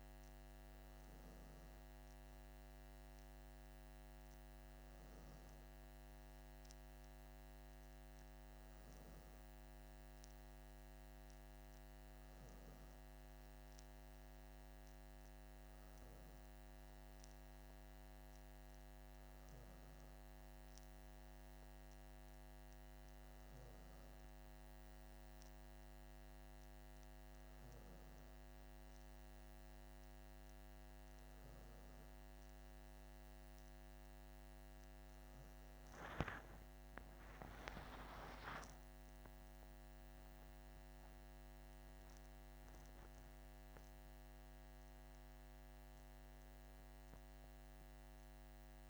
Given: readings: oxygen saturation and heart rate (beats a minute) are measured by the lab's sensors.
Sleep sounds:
breathing in sleep, hard to hear, by a microphone on the trachea; none
35.00-39.50 s: arousal
From the record:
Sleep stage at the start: N2 (light sleep); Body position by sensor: on the back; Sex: male

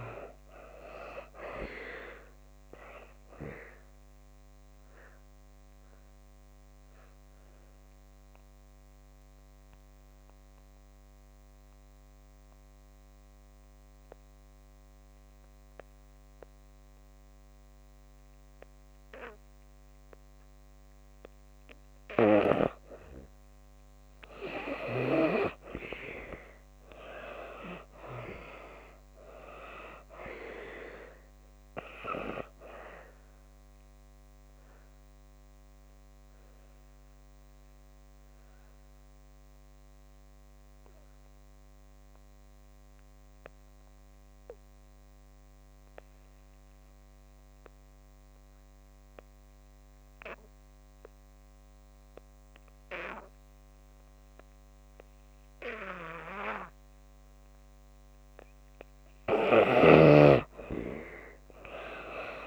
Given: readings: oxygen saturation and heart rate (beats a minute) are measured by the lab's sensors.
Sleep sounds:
breathing in sleep by a microphone on the trachea; 2
0.00-25.00 s: oxygen desaturation (device-marked, oxygen 73% lowest)
3.50-21.00 s: obstructive apnea (oxygen 96% before, 70% lowest)
25.00-28.50 s: arousal
34.00-52.00 s: oxygen desaturation (device-marked, oxygen 94% before, 76% lowest)
34.00-57.50 s: obstructive apnea (oxygen 94% before, 70% lowest)
54.00-62.47 s: oxygen desaturation (device-marked, oxygen 96% before, 70% lowest)
60.00-62.47 s: arousal
From the record:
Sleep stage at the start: N2 (light sleep); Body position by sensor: on the back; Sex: female

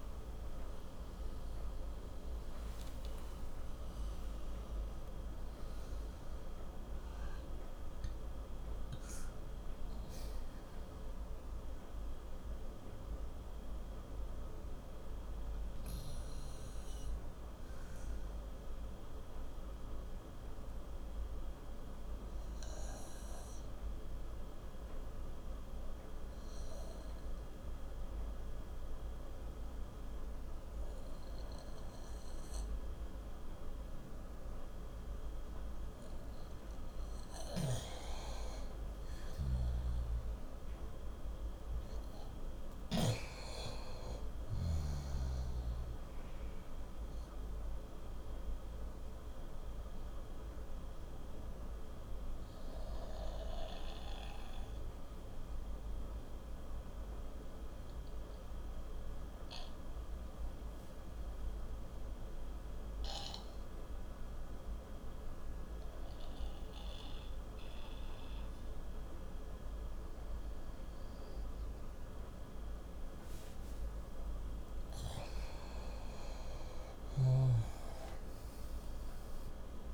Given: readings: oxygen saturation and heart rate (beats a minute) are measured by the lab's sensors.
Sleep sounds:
breathing in sleep, hard to hear, by a room microphone; 2
0.00-4.00 s: arousal
18.50-37.00 s: obstructive apnea (oxygen 98% before, 90% lowest, heart rate 88 before, 58 extreme, up 15 after)
37.50-43.50 s: snoring (device-marked)
38.50-42.50 s: arousal
38.50-67.50 s: oxygen desaturation (device-marked, oxygen 97% before, 91% lowest, heart rate 62 before, 58 extreme)
48.50-75.00 s: obstructive apnea (oxygen 97% before, 89% lowest, heart rate 67 before, 58 extreme, up 34 after)
76.50-79.94 s: arousal
From the record:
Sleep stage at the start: N2 (light sleep); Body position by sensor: on the left side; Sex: male

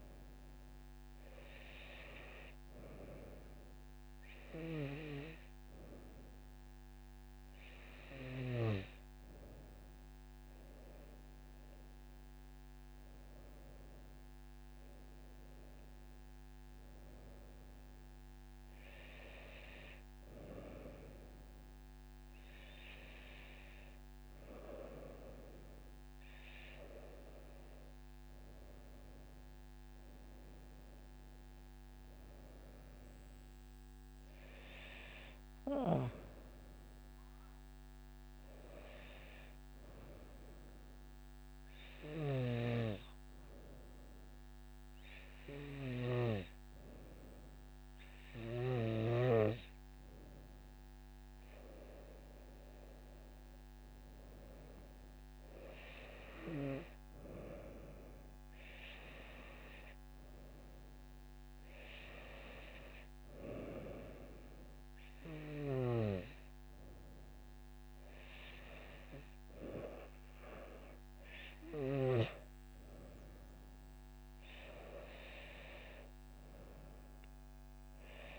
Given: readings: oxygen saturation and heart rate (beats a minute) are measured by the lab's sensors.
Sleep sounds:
breathing in sleep by a microphone on the trachea; none
none scored
From the record:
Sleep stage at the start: N2 (light sleep); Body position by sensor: on the right side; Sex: female

